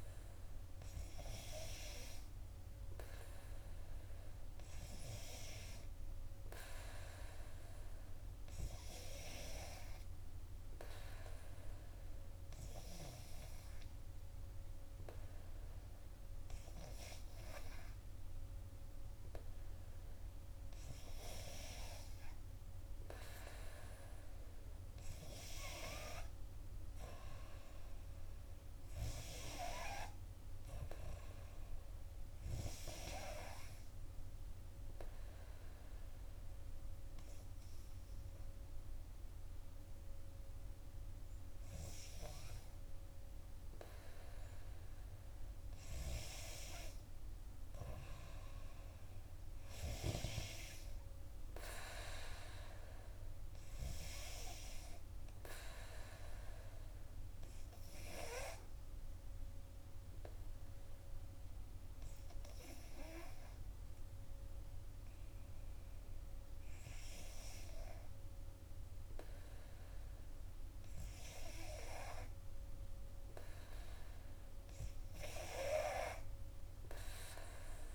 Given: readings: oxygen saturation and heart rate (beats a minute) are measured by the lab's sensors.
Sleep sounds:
breathing in sleep by a room microphone; 3
0.50-4.00 s: arousal
8.00-20.50 s: obstructive apnea (oxygen 95% before, 91% lowest, heart rate 61 before, 58 extreme, up 2 after)
22.00-25.50 s: arousal
33.50-45.50 s: hypopnea (oxygen 93% before, 91% lowest, heart rate 62 before, 58 extreme, up 5 after)
47.50-51.50 s: arousal
55.50-71.00 s: obstructive apnea (oxygen 93% before, 91% lowest, heart rate 61 before, 58 extreme, up 4 after)
73.50-77.00 s: arousal
From the record:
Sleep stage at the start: N2 (light sleep); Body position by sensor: on the back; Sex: female

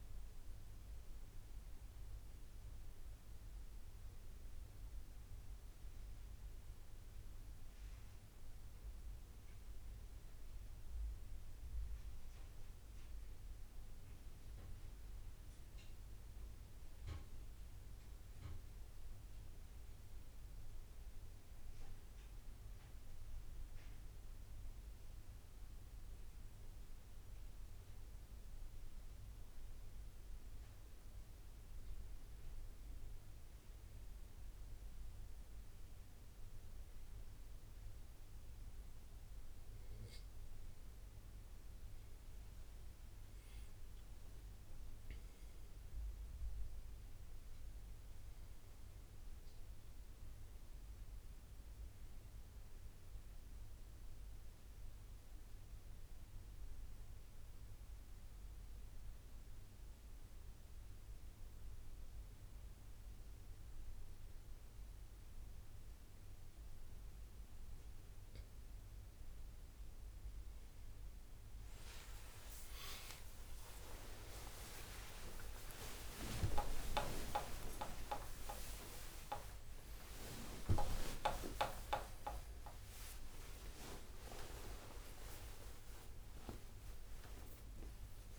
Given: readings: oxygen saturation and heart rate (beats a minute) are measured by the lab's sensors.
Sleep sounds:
a person partly awake in a sleep study, by a room microphone; 1
0.00-1.00 s: oxygen desaturation (device-marked, oxygen 88% lowest, heart rate 69 extreme)
42.50-47.00 s: arousal
44.00-60.00 s: oxygen desaturation (device-marked, oxygen 94% before, 90% lowest, heart rate 73 before, 71 extreme)
54.50-68.00 s: central apnea (oxygen 94% before, 90% lowest, heart rate 76 before, 72 extreme, up 53 after)
63.00-88.39 s: new sleep stage, awake
81.00-88.39 s: oxygen desaturation (device-marked, oxygen 95% before, 90% lowest, heart rate 101 before, 81 extreme)
From the record:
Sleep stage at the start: N2 (light sleep); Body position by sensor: on the right side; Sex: male

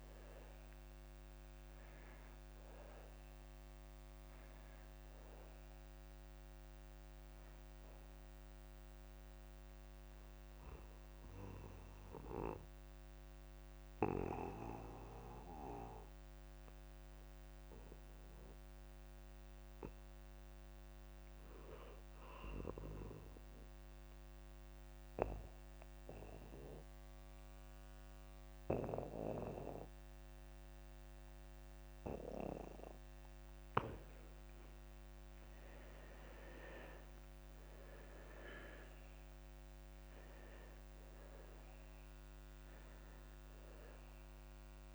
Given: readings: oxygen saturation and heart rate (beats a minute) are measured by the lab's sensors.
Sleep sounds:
breathing in sleep by a microphone on the trachea; 1
0.00-19.50 s: oxygen desaturation (device-marked, oxygen 90% lowest)
9.00-33.50 s: obstructive apnea (oxygen 96% before, 87% lowest)
33.50-44.95 s: oxygen desaturation (device-marked, oxygen 97% before, 87% lowest)
36.50-41.00 s: arousal
From the record:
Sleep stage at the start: N2 (light sleep); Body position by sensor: on the back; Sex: male

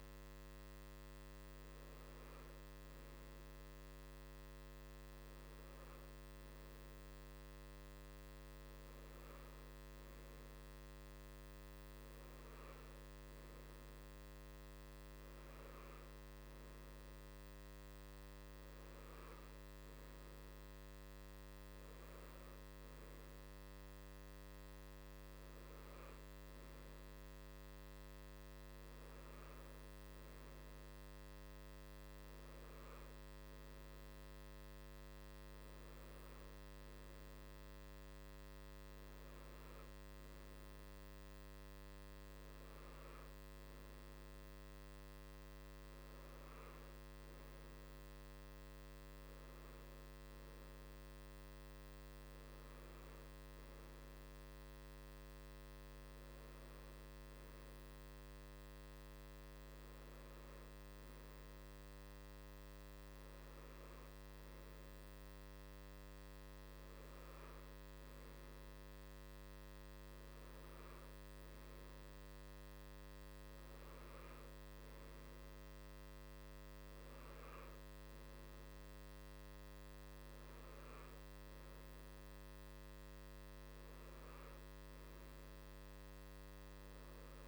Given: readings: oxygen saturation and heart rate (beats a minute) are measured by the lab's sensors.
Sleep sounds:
breathing in sleep, hard to hear, by a microphone on the trachea; none
69.50-87.48 s: new sleep stage, N3 (deep sleep)
From the record:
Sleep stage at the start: N2 (light sleep); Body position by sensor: on the right side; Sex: male

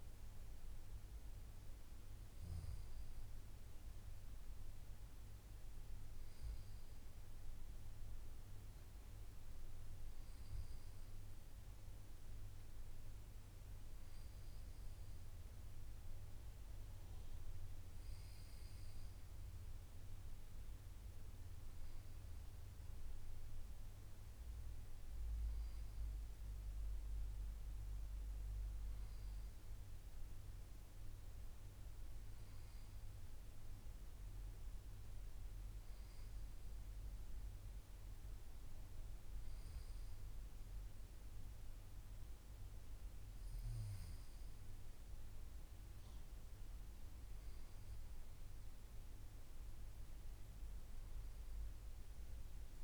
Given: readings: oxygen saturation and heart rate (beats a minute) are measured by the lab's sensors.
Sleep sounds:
breathing in sleep, hard to hear, by a room microphone; none
none scored
From the record:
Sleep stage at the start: N2 (light sleep); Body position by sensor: on the back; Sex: male

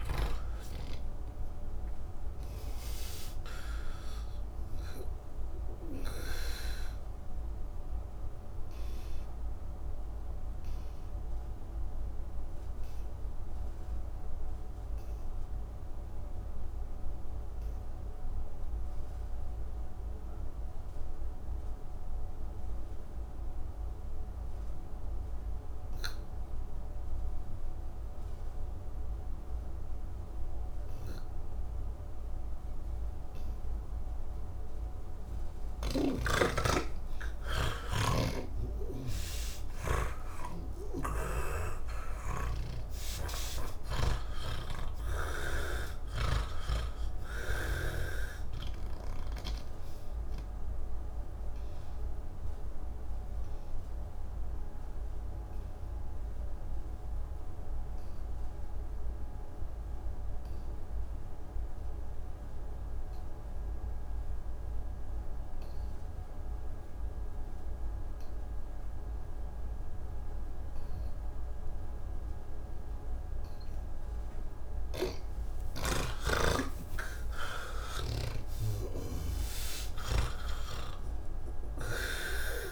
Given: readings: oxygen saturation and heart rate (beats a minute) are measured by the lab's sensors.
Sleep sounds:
breathing in sleep by a room microphone; 2
2.00-23.00 s: oxygen desaturation (device-marked, oxygen 92% before, 81% lowest, heart rate 131 before, 34 extreme)
7.50-32.00 s: obstructive apnea (oxygen 98% before, 80% lowest, heart rate 137 before, 34 extreme)
36.00-66.00 s: oxygen desaturation (device-marked, oxygen 98% before, 80% lowest, heart rate 70 before, 127 extreme)
40.50-44.00 s: snoring (device-marked)
46.00-49.50 s: snoring (device-marked)
50.00-74.50 s: obstructive apnea (oxygen 98% before, 79% lowest, heart rate 143 before, 115 extreme)
74.50-82.00 s: snoring (device-marked)
77.00-82.00 s: oxygen desaturation (device-marked, oxygen 98% before, 89% lowest, heart rate 164 before, 115 extreme)
From the record:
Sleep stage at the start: N3 (deep sleep); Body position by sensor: on the back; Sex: male

